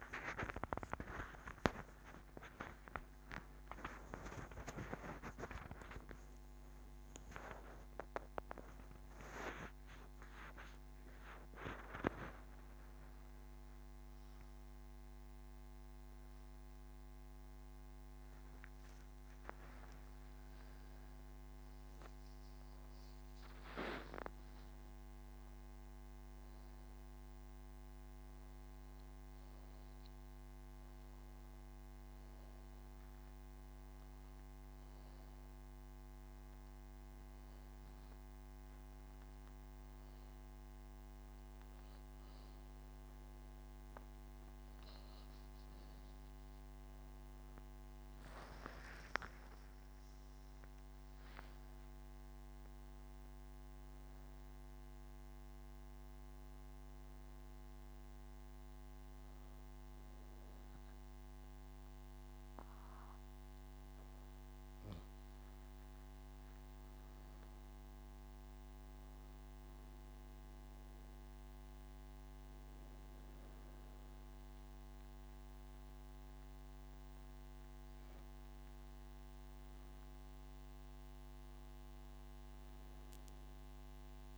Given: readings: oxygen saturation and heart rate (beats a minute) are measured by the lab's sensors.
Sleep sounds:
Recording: breathing in sleep by a microphone on the trachea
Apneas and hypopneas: 1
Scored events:
7.50-17.50 s: obstructive apnea (oxygen 98% before, 95% lowest)
From the record:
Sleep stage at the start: N1 (lightest sleep)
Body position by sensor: on the right side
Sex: female

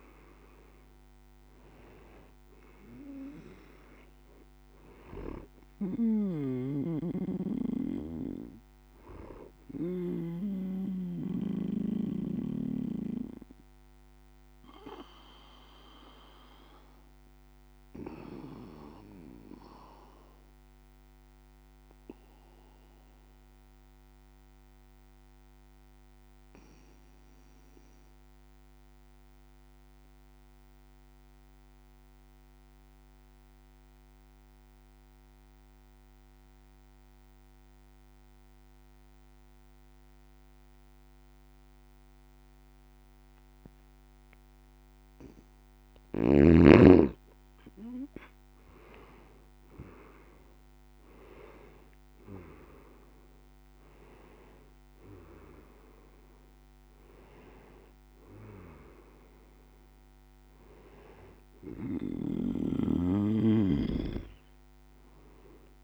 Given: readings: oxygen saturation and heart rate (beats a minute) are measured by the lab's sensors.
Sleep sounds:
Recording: breathing in sleep by a microphone on the trachea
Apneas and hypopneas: 1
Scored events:
0.00-29.50 s: oxygen desaturation (device-marked, oxygen 88% lowest, heart rate 50 extreme)
6.50-10.00 s: snoring (device-marked)
11.50-45.50 s: obstructive apnea (oxygen 98% before, 88% lowest, heart rate 56 before, 50 extreme, up 9 after)
45.50-65.84 s: oxygen desaturation (device-marked, oxygen 98% before, 89% lowest, heart rate 52 before, 51 extreme)
48.50-52.50 s: arousal
From the record:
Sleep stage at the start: N2 (light sleep)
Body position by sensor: on the back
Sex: male

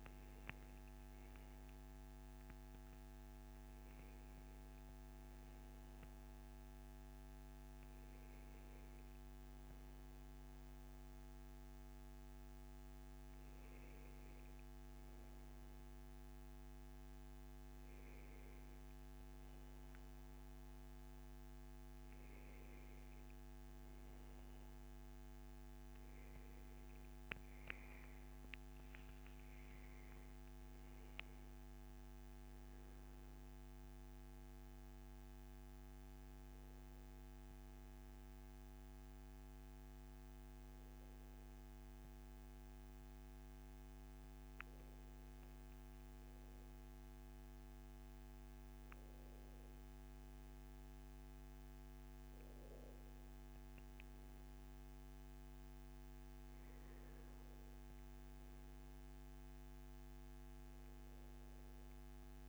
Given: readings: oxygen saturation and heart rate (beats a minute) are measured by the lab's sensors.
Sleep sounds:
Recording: a person partly awake in a sleep study, hard to hear, by a microphone on the trachea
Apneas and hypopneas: none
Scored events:
32.00-62.49 s: new sleep stage, awake
From the record:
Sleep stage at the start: N1 (lightest sleep)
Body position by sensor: on the back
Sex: male

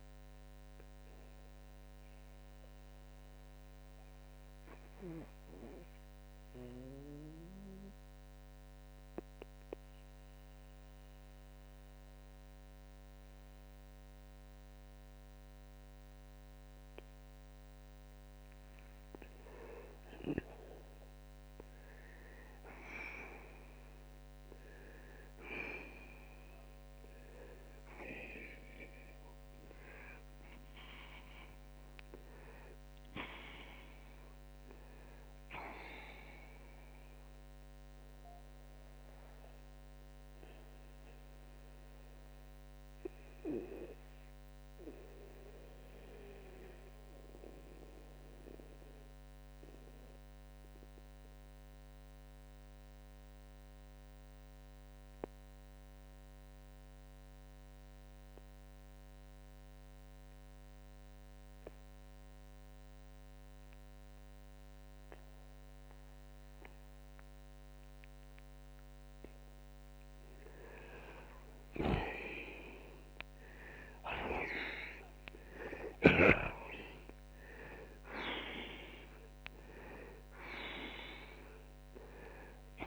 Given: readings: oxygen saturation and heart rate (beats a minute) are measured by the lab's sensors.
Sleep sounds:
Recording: breathing in sleep by a microphone on the trachea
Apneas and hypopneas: 2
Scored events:
0.50-23.50 s: oxygen desaturation (device-marked, oxygen 95% before, 85% lowest)
2.50-18.50 s: mixed apnea (oxygen 97% before, 85% lowest)
11.50-71.50 s: new sleep stage, N2 (light sleep)
25.00-30.50 s: arousal
36.50-63.50 s: oxygen desaturation (device-marked, oxygen 96% before, 86% lowest)
38.00-69.50 s: mixed apnea (oxygen 96% before, 83% lowest)
71.50-82.87 s: new sleep stage, awake
81.50-82.87 s: oxygen desaturation (device-marked, oxygen 94% before, 89% lowest)
From the record:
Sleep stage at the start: N1 (lightest sleep)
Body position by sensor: on the back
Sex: male

